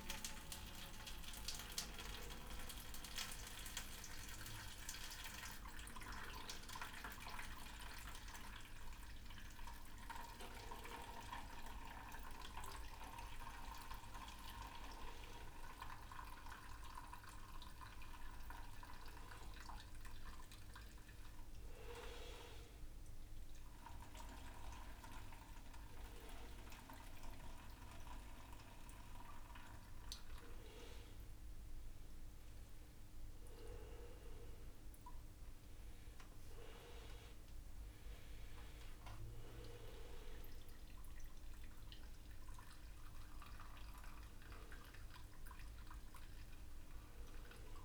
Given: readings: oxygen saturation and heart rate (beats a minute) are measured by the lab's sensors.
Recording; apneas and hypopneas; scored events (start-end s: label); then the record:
a person awake in a sleep study, by a room microphone; none
none scored
From the record:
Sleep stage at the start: awake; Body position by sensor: upright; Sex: male